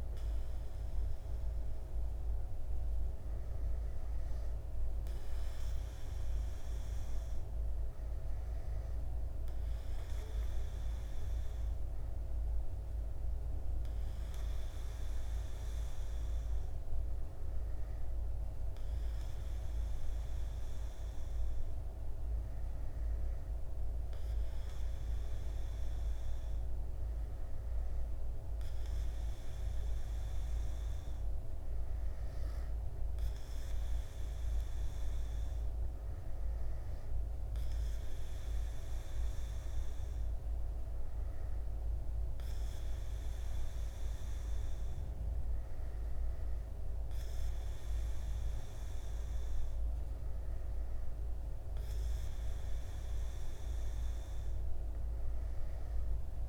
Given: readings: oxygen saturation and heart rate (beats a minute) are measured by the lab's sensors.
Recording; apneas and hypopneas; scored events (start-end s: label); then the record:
breathing in sleep, hard to hear, by a room microphone; none
none scored
From the record:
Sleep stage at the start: N2 (light sleep); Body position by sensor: on the back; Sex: male